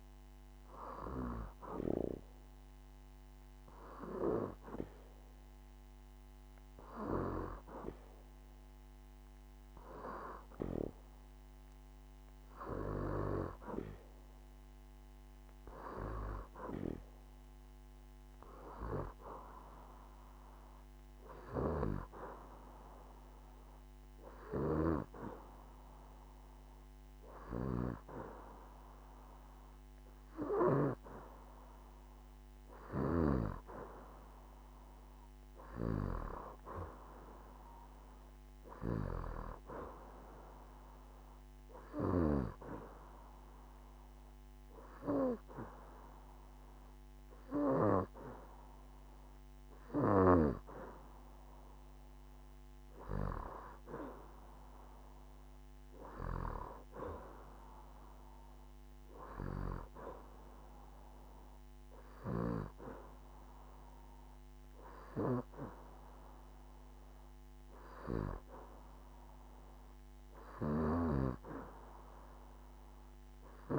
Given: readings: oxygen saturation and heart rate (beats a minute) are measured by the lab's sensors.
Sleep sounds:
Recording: breathing in sleep by a microphone on the trachea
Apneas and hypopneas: none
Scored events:
none scored
From the record:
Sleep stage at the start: N2 (light sleep)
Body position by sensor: on the back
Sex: female

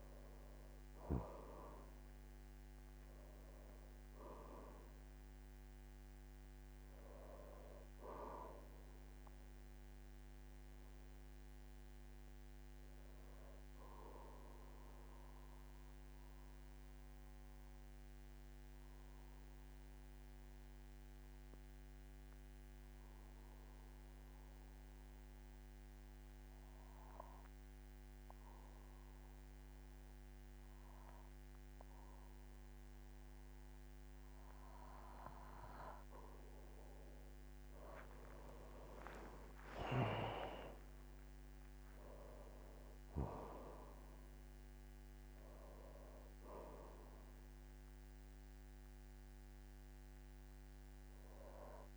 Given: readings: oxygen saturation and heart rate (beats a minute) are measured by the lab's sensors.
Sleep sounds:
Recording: breathing in sleep by a microphone on the trachea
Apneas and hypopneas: 1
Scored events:
0.00-25.50 s: oxygen desaturation (device-marked, oxygen 92% lowest, heart rate 44 extreme)
10.50-35.00 s: obstructive apnea (oxygen 99% before, 91% lowest, heart rate 55 before, 44 extreme, up 22 after)
37.50-51.96 s: oxygen desaturation (device-marked, oxygen 99% before, 91% lowest, heart rate 47 before, 45 extreme)
39.00-43.50 s: arousal
40.00-42.00 s: long interval between heartbeats (device-marked, heart rate 48 before, 63 extreme)
From the record:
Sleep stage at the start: N2 (light sleep)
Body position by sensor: on the back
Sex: male

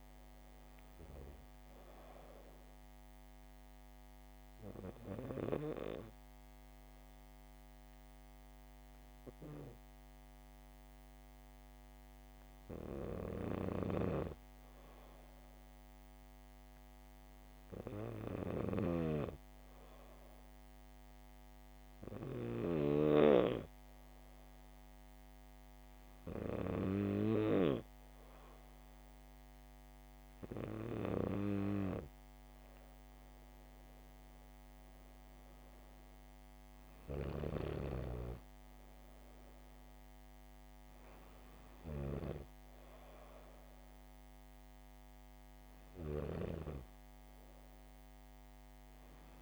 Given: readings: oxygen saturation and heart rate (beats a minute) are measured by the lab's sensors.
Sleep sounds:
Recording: breathing in sleep by a microphone on the trachea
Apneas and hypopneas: none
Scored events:
none scored
From the record:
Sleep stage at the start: N2 (light sleep)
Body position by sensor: on the back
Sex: female

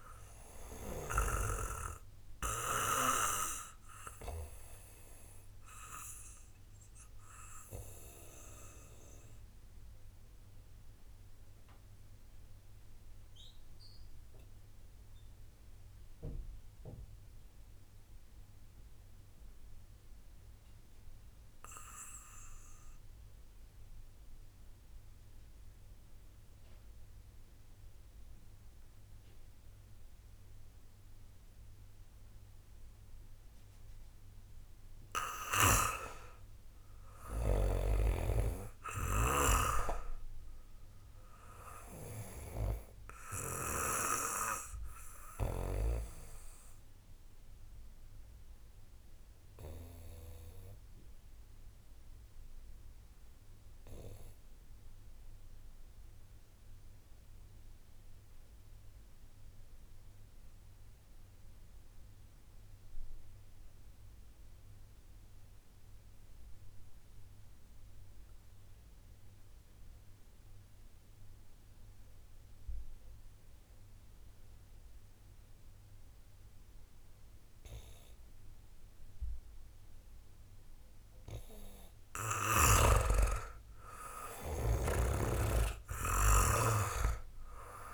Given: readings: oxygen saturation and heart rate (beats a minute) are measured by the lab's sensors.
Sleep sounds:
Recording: breathing in sleep by a room microphone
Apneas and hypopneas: 2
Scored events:
0.00-3.00 s: oxygen desaturation (device-marked, oxygen 93% lowest, heart rate 27 extreme)
5.00-21.00 s: oxygen desaturation (device-marked, oxygen 95% before, 90% lowest, heart rate 45 before, 27 extreme)
8.50-34.50 s: mixed apnea (oxygen 98% before, 90% lowest, heart rate 44 before, 27 extreme, up 1 after)
36.50-41.00 s: arousal
41.00-59.00 s: oxygen desaturation (device-marked, oxygen 97% before, 91% lowest, heart rate 59 before, 44 extreme)
48.00-81.00 s: obstructive apnea (oxygen 98% before, 89% lowest, heart rate 50 before, 29 extreme, up 0 after)
73.00-87.94 s: oxygen desaturation (device-marked, oxygen 97% before, 89% lowest, heart rate 64 before, 27 extreme)
83.50-87.94 s: arousal
From the record:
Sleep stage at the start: N2 (light sleep)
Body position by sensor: on the back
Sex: male

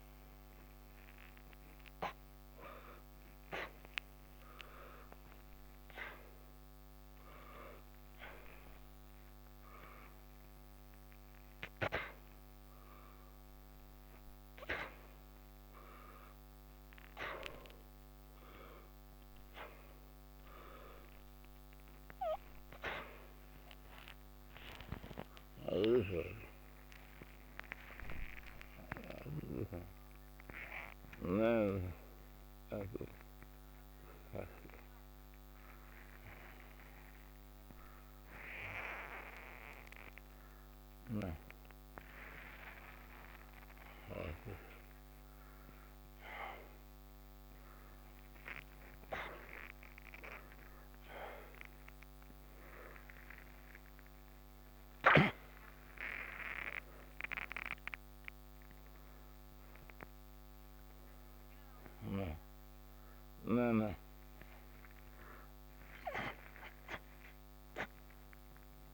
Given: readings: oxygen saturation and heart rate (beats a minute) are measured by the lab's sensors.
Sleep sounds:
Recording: a person awake in a sleep study, by a microphone on the trachea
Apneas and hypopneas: none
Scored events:
none scored
From the record:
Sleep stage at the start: awake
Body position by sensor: upright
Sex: male

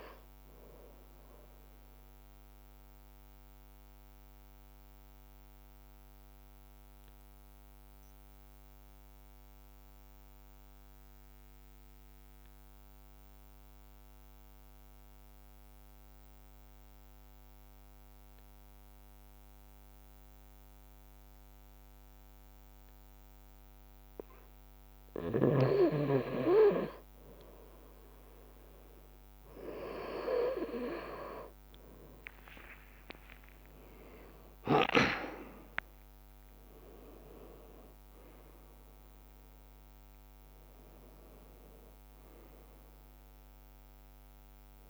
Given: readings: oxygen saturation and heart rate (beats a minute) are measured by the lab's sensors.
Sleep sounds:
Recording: breathing in sleep by a microphone on the trachea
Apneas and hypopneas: 1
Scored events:
1.00-24.50 s: obstructive apnea (oxygen 97% before, 95% lowest, heart rate 66 before, 53 extreme, up 2 after)
32.50-37.00 s: leg movement (device-marked)
32.50-37.50 s: arousal
38.50-41.50 s: leg movement (device-marked)
41.50-44.90 s: oxygen desaturation (device-marked, oxygen 99% before, 96% lowest, heart rate 56 before, 54 extreme)
From the record:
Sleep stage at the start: N2 (light sleep)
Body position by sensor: on the right side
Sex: male

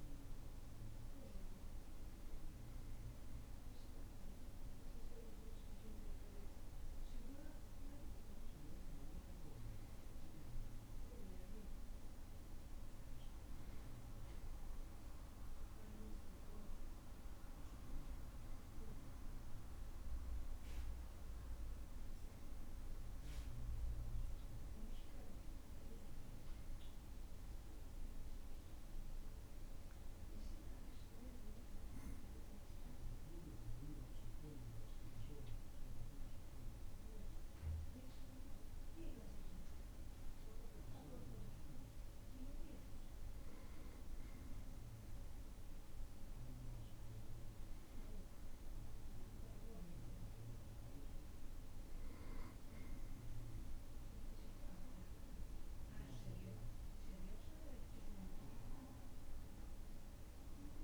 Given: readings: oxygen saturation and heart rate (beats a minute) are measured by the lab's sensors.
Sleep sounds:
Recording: breathing in sleep, hard to hear, by a room microphone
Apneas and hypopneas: none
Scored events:
none scored
From the record:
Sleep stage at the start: N2 (light sleep)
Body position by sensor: on the back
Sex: male

